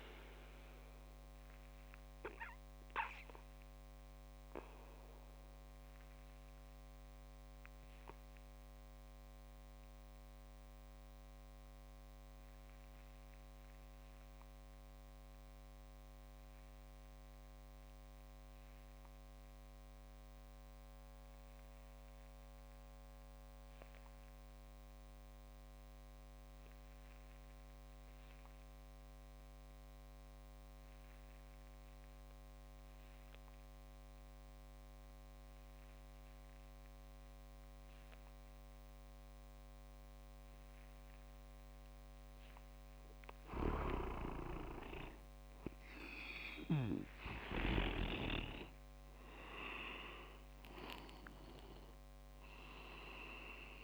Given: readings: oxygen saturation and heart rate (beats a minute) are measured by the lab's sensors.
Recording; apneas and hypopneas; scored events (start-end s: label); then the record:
breathing in sleep by a microphone on the trachea; 1
0.00-17.50 s: oxygen desaturation (device-marked, oxygen 91% lowest)
2.00-43.00 s: obstructive apnea (oxygen 99% before, 86% lowest)
40.50-53.84 s: oxygen desaturation (device-marked, oxygen 97% before, 89% lowest)
44.50-50.00 s: arousal
From the record:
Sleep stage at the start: REM sleep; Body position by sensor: on the back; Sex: male